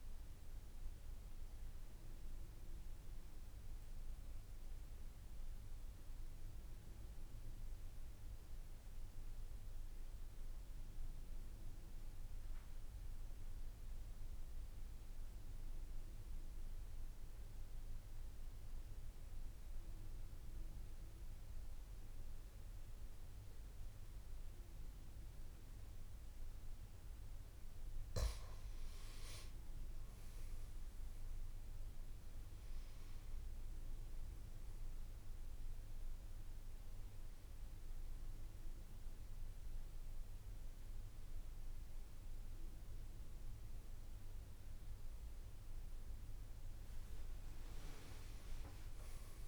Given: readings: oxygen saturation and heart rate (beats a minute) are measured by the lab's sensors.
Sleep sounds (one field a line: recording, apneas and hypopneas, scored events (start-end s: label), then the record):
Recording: breathing in sleep, hard to hear, by a room microphone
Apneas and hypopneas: 1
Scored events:
8.50-28.50 s: mixed apnea (oxygen 95% before, 90% lowest, heart rate 65 before, 55 extreme, up 10 after)
31.00-49.47 s: oxygen desaturation (device-marked, oxygen 99% before, 91% lowest, heart rate 57 before, 56 extreme)
33.00-49.47 s: new sleep stage, N1 (lightest sleep)
From the record:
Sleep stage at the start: N2 (light sleep)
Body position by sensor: on the back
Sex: male